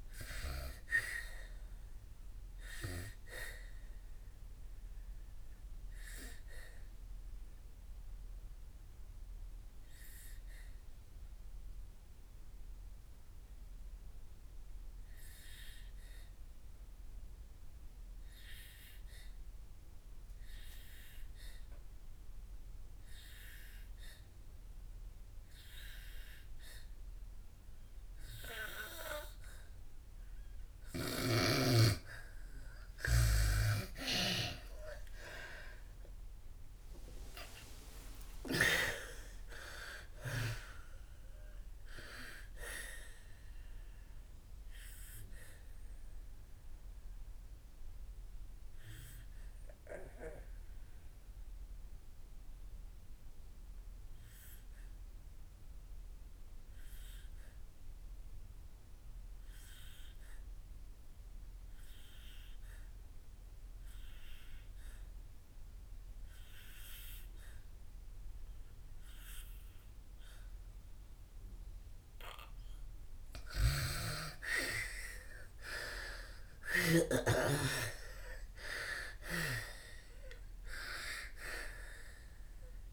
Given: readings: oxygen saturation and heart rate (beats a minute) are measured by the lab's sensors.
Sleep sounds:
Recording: breathing in sleep by a room microphone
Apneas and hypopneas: 2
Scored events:
0.00-20.50 s: oxygen desaturation (device-marked, oxygen 85% lowest, heart rate 58 extreme)
3.50-30.50 s: obstructive apnea (oxygen 99% before, 81% lowest, heart rate 72 before, 58 extreme, up 15 after)
22.50-63.50 s: oxygen desaturation (device-marked, oxygen 99% before, 81% lowest, heart rate 64 before, 57 extreme)
33.00-38.00 s: arousal
45.00-72.50 s: obstructive apnea (oxygen 99% before, 81% lowest, heart rate 69 before, 56 extreme, up 5 after)
73.50-77.00 s: snoring (device-marked)
74.00-77.50 s: arousal
75.50-82.93 s: oxygen desaturation (device-marked, oxygen 99% before, 81% lowest, heart rate 62 before, 56 extreme)
From the record:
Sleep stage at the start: N2 (light sleep)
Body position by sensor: on the back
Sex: female

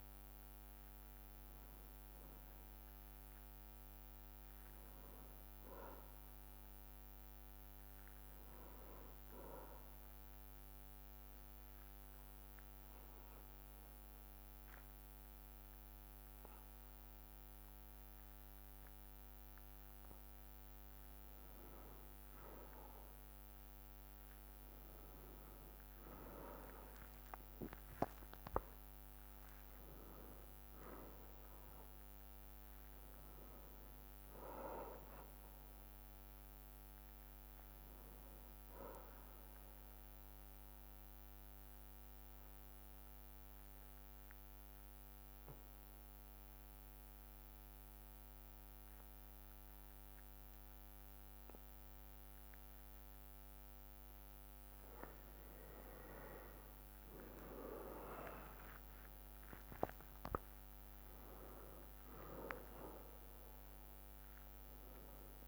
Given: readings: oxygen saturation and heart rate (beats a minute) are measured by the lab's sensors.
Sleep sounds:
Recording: a person partly awake in a sleep study, by a microphone on the trachea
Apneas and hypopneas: 2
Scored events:
7.50-18.50 s: bradycardia (device-marked, heart rate 61 before, 58 extreme)
10.00-21.00 s: obstructive apnea (oxygen 96% before, 94% lowest, heart rate 60 before, 58 extreme, up 5 after)
27.00-31.50 s: arousal
35.50-65.48 s: new sleep stage, awake
36.50-39.50 s: bradycardia (device-marked, heart rate 61 before, 59 extreme)
40.50-50.50 s: bradycardia (device-marked, heart rate 61 before, 59 extreme)
40.50-55.50 s: obstructive apnea (oxygen 96% before, 94% lowest, heart rate 61 before, 58 extreme, up 2 after)
54.50-57.50 s: bradycardia (device-marked, heart rate 61 before, 59 extreme)
58.50-61.50 s: bradycardia (device-marked, heart rate 61 before, 58 extreme)
From the record:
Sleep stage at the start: N1 (lightest sleep)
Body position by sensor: on the back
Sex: male

